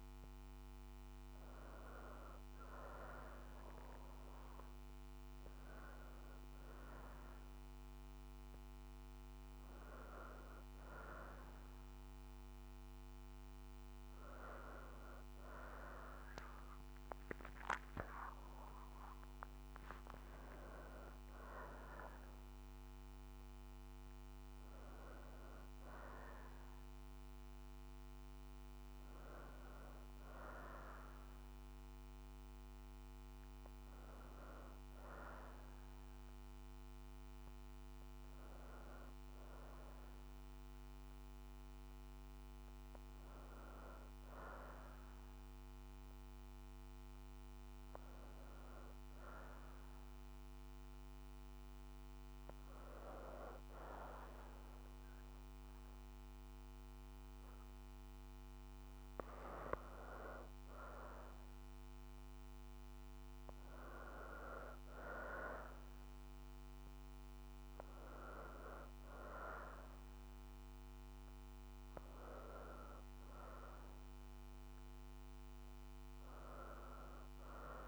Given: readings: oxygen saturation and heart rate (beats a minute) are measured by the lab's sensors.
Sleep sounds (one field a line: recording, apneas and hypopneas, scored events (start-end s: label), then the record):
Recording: breathing in sleep by a microphone on the trachea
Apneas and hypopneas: none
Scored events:
15.50-19.00 s: arousal
69.00-77.88 s: new sleep stage, awake
From the record:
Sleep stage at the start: N2 (light sleep)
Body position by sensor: on the back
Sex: female